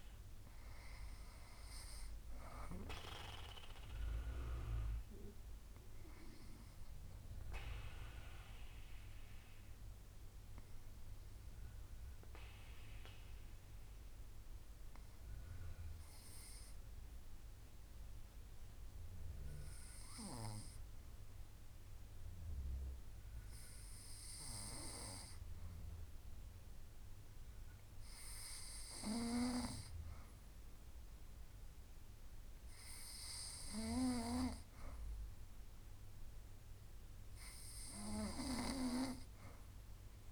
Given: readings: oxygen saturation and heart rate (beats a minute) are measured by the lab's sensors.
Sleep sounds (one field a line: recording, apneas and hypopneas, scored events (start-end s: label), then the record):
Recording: breathing in sleep by a room microphone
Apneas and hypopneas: 1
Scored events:
4.00-32.00 s: obstructive apnea (oxygen 99% before, 94% lowest, heart rate 69 before, 65 extreme, up 2 after)
34.50-37.50 s: arousal
From the record:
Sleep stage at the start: N2 (light sleep)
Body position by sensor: on the back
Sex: female